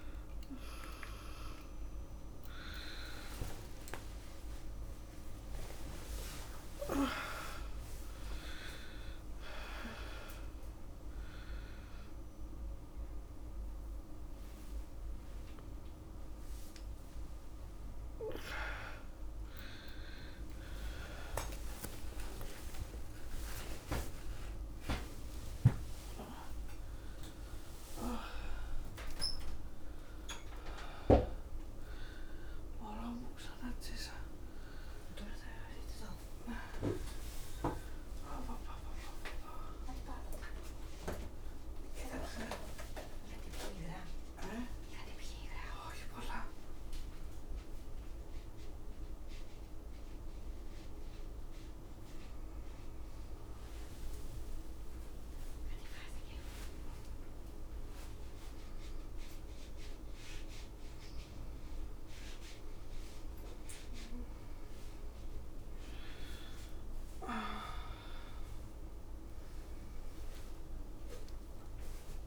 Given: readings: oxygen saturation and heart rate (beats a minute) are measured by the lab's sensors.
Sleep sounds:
a person awake in a sleep study, by a room microphone; none
none scored
From the record:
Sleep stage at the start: awake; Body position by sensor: on the back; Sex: female

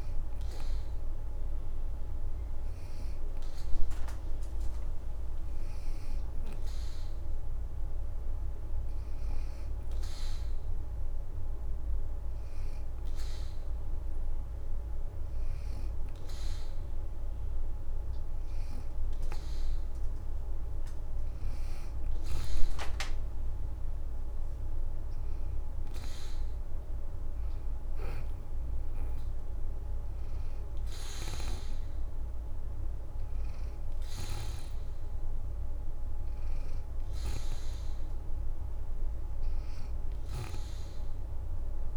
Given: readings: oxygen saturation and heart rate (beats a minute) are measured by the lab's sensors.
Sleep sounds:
breathing in sleep, hard to hear, by a room microphone; 1
0.50-20.50 s: oxygen desaturation (device-marked, oxygen 88% before, 82% lowest, heart rate 77 before, 59 extreme)
9.00-20.50 s: hypopnea (oxygen 88% before, 82% lowest, heart rate 80 before, 59 extreme, up 17 after)
18.00-19.00 s: leg movement (device-marked)
26.00-29.00 s: arousal
40.00-41.50 s: leg movement (device-marked)
From the record:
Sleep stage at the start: N2 (light sleep); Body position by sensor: on the back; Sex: female

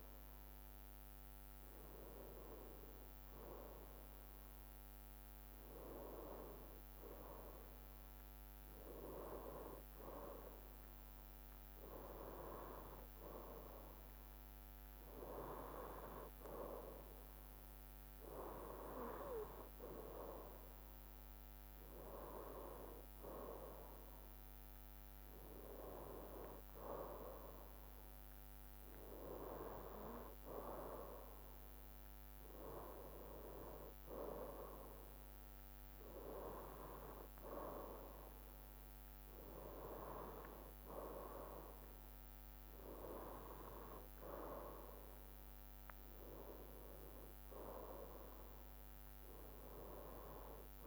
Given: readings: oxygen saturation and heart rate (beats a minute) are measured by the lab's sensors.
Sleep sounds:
breathing in sleep by a microphone on the trachea; none
none scored
From the record:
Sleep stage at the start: N2 (light sleep); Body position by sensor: on the right side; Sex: male

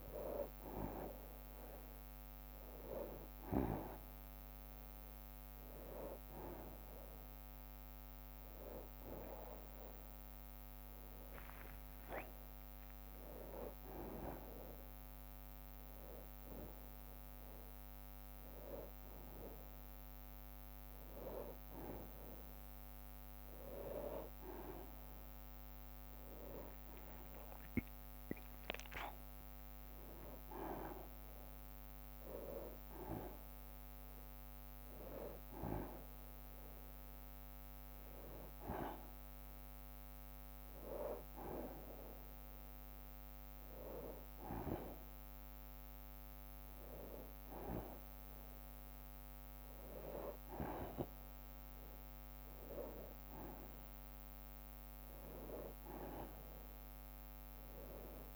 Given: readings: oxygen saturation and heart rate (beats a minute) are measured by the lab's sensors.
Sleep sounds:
a person awake in a sleep study, by a microphone on the trachea; none
0.50-7.50 s: bradycardia (device-marked, heart rate 86 before, 57 extreme)
2.50-4.50 s: long interval between heartbeats (device-marked, heart rate 62 before, 59 extreme)
31.50-54.50 s: bradycardia (device-marked, heart rate 85 before, 51 extreme)
39.50-58.36 s: new sleep stage, N1 (lightest sleep)
53.50-58.36 s: drop in pulse transit time (device-marked, heart rate 57 before, 57 extreme)
From the record:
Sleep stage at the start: awake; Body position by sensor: on the back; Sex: male

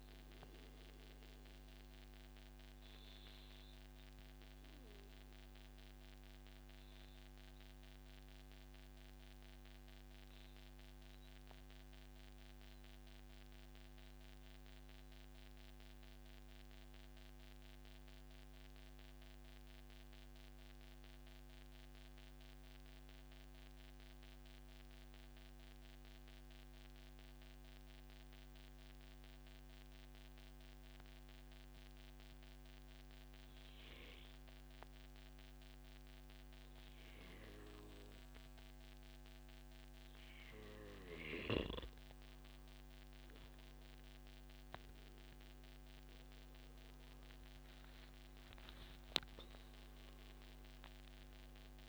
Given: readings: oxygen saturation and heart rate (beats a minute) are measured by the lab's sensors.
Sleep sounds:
breathing in sleep, hard to hear, by a microphone on the trachea; 1
1.00-40.00 s: obstructive apnea (oxygen 98% before, 91% lowest, heart rate 130 before, 97 extreme, up 0 after)
37.00-51.88 s: oxygen desaturation (device-marked, oxygen 97% before, 91% lowest, heart rate 145 before, 84 extreme)
45.00-50.50 s: arousal
From the record:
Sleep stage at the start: N2 (light sleep); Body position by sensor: on the back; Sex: male

